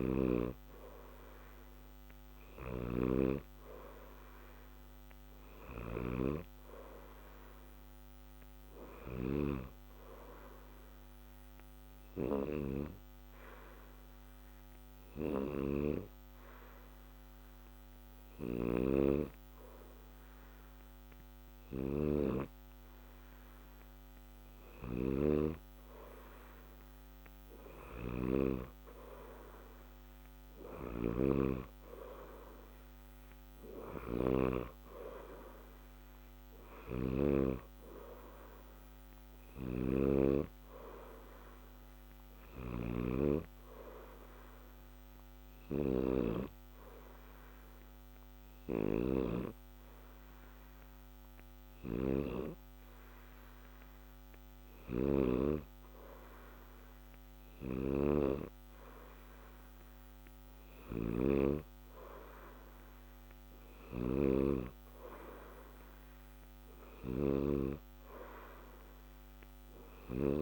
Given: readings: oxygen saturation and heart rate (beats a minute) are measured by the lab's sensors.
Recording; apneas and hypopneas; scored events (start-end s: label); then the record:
breathing in sleep by a microphone on the trachea; 1
0.00-21.00 s: oxygen desaturation (device-marked, oxygen 88% lowest, heart rate 60 extreme)
2.00-9.00 s: snoring (device-marked)
9.00-25.00 s: hypopnea (oxygen 92% before, 88% lowest, heart rate 60 before, 60 extreme, up 0 after)
24.50-37.00 s: snoring (device-marked)
27.50-33.00 s: arousal
39.00-42.50 s: snoring (device-marked)
57.00-70.00 s: snoring (device-marked)
From the record:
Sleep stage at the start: N2 (light sleep); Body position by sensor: on the back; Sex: male